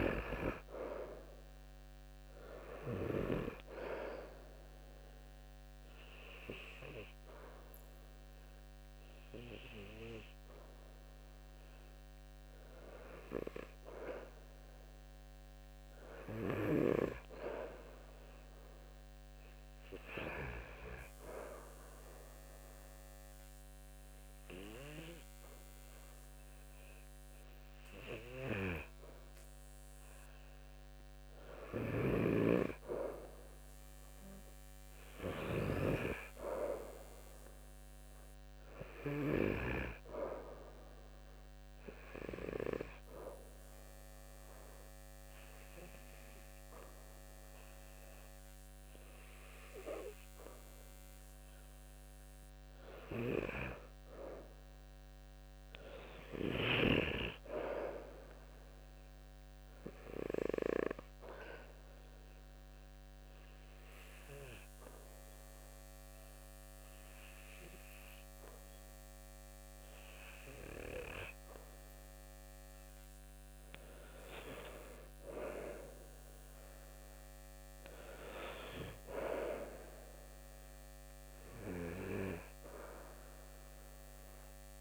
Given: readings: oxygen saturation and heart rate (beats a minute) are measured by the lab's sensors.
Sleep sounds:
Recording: breathing in sleep by a microphone on the trachea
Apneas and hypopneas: 2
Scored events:
20.00-31.00 s: obstructive apnea (oxygen 95% before, 91% lowest, heart rate 75 before, 72 extreme, up 3 after)
31.50-35.50 s: snoring (device-marked)
33.00-47.00 s: oxygen desaturation (device-marked, oxygen 95% before, 92% lowest, heart rate 75 before, 70 extreme)
34.50-37.50 s: arousal
59.50-71.50 s: obstructive apnea (oxygen 95% before, 91% lowest, heart rate 76 before, 67 extreme, up 8 after)
75.50-79.00 s: arousal
From the record:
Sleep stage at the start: N2 (light sleep)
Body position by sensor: on the back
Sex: male

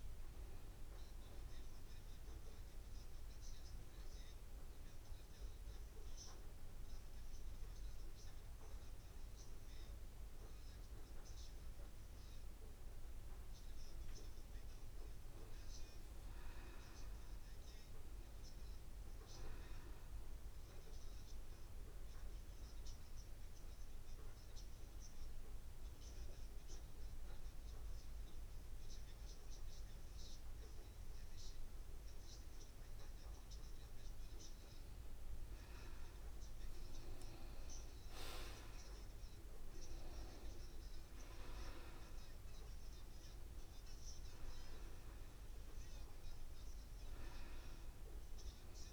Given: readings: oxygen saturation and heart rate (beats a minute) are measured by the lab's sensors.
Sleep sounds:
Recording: breathing in sleep, hard to hear, by a room microphone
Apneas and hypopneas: 2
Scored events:
3.00-13.50 s: hypopnea (oxygen 93% before, 88% lowest, heart rate 86 before, 75 extreme, up 3 after)
16.00-19.50 s: arousal
23.50-35.00 s: obstructive apnea (oxygen 94% before, 88% lowest, heart rate 76 before, 76 extreme, up 5 after)
41.00-44.00 s: arousal
45.50-48.93 s: oxygen desaturation (device-marked, oxygen 92% before, 88% lowest, heart rate 78 before, 74 extreme)
From the record:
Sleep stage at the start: N2 (light sleep)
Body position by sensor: on the back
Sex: male

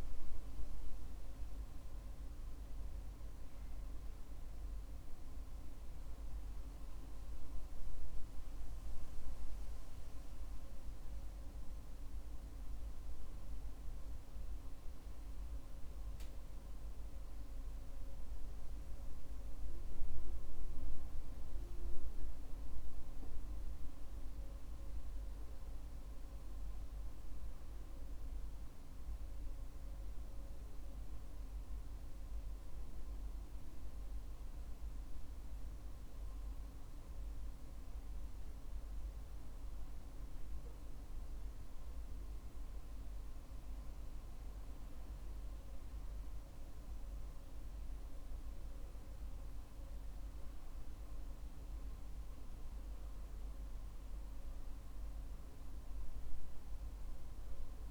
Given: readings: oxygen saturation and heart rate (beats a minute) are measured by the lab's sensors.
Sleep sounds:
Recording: a person awake in a sleep study, hard to hear, by a room microphone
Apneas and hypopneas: none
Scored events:
none scored
From the record:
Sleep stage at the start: awake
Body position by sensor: on the back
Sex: male

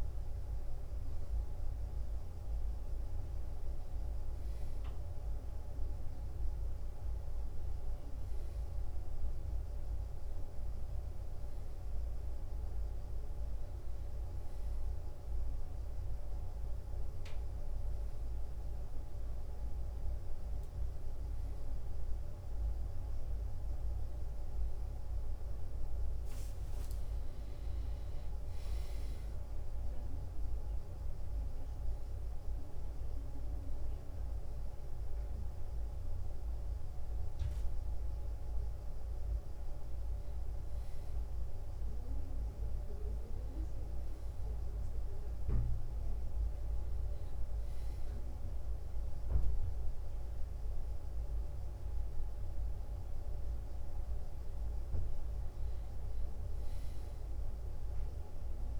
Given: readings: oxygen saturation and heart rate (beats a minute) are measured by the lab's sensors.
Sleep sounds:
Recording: a person awake in a sleep study, hard to hear, by a room microphone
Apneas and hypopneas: none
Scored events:
none scored
From the record:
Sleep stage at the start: awake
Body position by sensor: on the back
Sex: male

